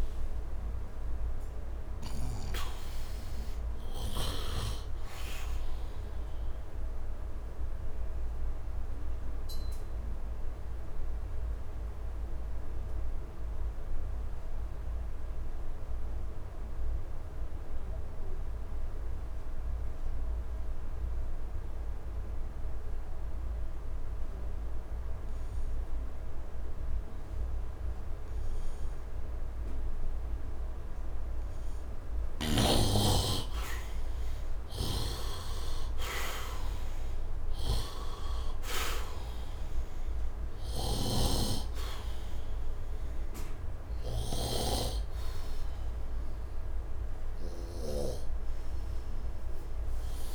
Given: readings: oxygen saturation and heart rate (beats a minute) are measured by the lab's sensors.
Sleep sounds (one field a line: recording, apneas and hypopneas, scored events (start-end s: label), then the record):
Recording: breathing in sleep by a room microphone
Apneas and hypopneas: 1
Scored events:
0.00-2.50 s: snoring (device-marked)
0.00-4.50 s: oxygen desaturation (device-marked, oxygen 80% lowest, heart rate 73 extreme)
8.50-30.50 s: obstructive apnea (oxygen 99% before, 78% lowest, heart rate 82 before, 73 extreme, up 7 after)
27.50-50.35 s: oxygen desaturation (device-marked, oxygen 98% before, 78% lowest, heart rate 77 before, 73 extreme)
33.00-38.00 s: arousal
34.50-48.00 s: snoring (device-marked)
From the record:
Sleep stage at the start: N2 (light sleep)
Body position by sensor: on the right side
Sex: male